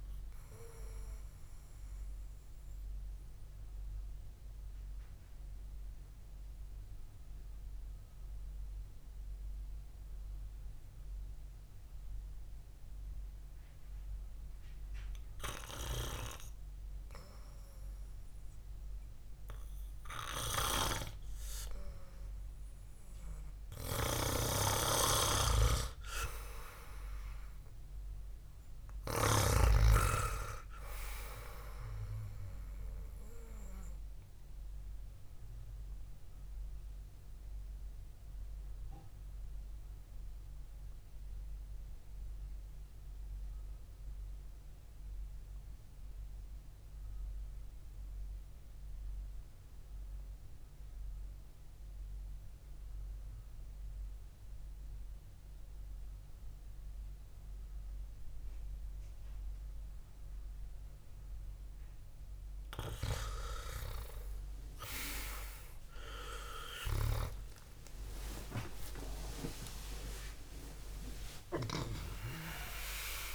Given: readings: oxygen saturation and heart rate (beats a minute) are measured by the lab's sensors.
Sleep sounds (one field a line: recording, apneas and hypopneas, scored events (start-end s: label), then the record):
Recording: breathing in sleep by a room microphone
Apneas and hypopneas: 2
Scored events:
0.00-3.00 s: oxygen desaturation (device-marked, oxygen 94% lowest, heart rate 57 extreme)
0.50-18.50 s: obstructive apnea (oxygen 99% before, 91% lowest, heart rate 62 before, 67 extreme, up 1 after)
9.00-16.00 s: oxygen desaturation (device-marked, oxygen 95% before, 91% lowest, heart rate 67 before, 67 extreme)
21.00-26.00 s: arousal
24.50-30.50 s: snoring (device-marked)
34.50-63.00 s: obstructive apnea (oxygen 99% before, 92% lowest, heart rate 71 before, 53 extreme, up 22 after)
65.50-70.00 s: arousal
70.00-73.35 s: oxygen desaturation (device-marked, oxygen 97% before, 93% lowest, heart rate 63 before, 64 extreme)
71.50-73.35 s: long interval between heartbeats (device-marked, heart rate 64 before, 88 extreme)
From the record:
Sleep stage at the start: REM sleep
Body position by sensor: on the back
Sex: male